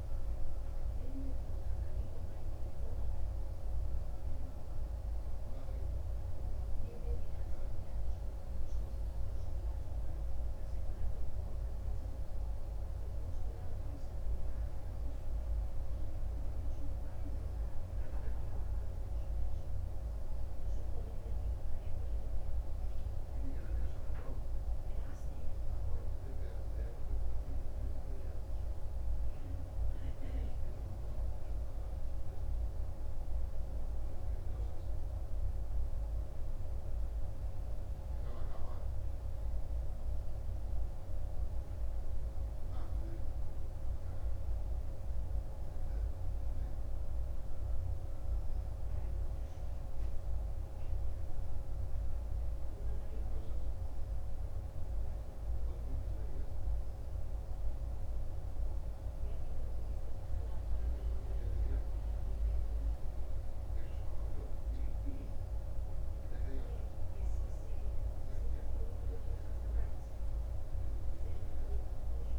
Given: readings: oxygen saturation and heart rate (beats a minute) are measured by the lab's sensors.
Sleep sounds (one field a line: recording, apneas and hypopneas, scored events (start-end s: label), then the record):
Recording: breathing in sleep, hard to hear, by a room microphone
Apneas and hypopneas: none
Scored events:
none scored
From the record:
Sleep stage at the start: N2 (light sleep)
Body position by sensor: on the right side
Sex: male